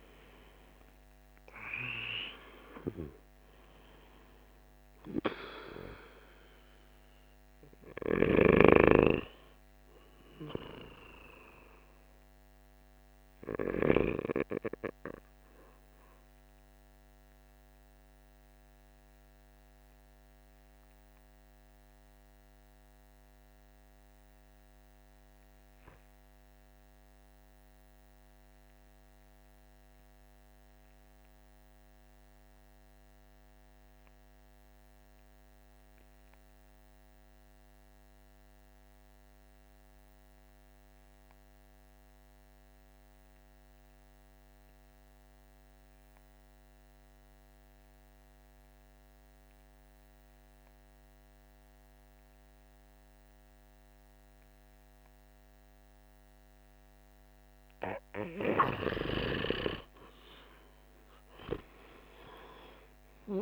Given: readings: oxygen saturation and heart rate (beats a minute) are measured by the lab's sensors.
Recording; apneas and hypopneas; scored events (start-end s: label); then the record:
breathing in sleep by a microphone on the trachea; 1
0.00-26.50 s: oxygen desaturation (device-marked, oxygen 71% lowest, heart rate 48 extreme)
16.50-57.00 s: obstructive apnea (oxygen 91% before, 71% lowest, heart rate 65 before, 48 extreme, up 22 after)
45.50-63.42 s: oxygen desaturation (device-marked, oxygen 98% before, 71% lowest, heart rate 51 before, 48 extreme)
61.00-63.42 s: arousal
From the record:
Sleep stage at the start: REM sleep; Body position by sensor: on the back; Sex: male